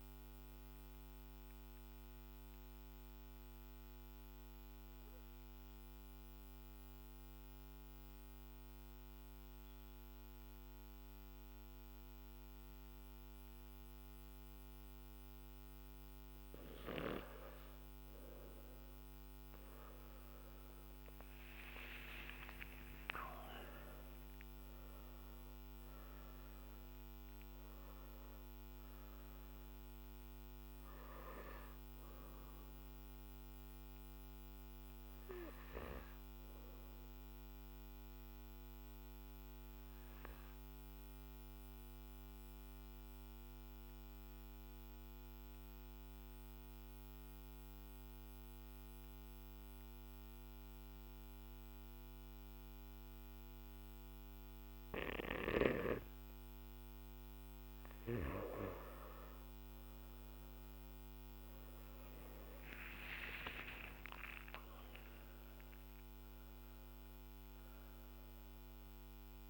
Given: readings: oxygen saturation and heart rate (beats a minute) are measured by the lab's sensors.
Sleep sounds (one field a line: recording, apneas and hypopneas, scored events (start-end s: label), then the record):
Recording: breathing in sleep by a microphone on the trachea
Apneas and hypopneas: 2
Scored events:
0.00-3.00 s: oxygen desaturation (device-marked, oxygen 89% lowest, heart rate 49 extreme)
1.00-17.00 s: obstructive apnea (oxygen 95% before, 91% lowest, heart rate 54 before, 50 extreme, up 12 after)
22.00-45.00 s: oxygen desaturation (device-marked, oxygen 98% before, 92% lowest, heart rate 54 before, 49 extreme)
36.50-56.50 s: obstructive apnea (oxygen 99% before, 91% lowest, heart rate 57 before, 49 extreme, up 11 after)
59.00-69.50 s: oxygen desaturation (device-marked, oxygen 98% before, 91% lowest, heart rate 51 before, 49 extreme)
From the record:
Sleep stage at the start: N1 (lightest sleep)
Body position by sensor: on the back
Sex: male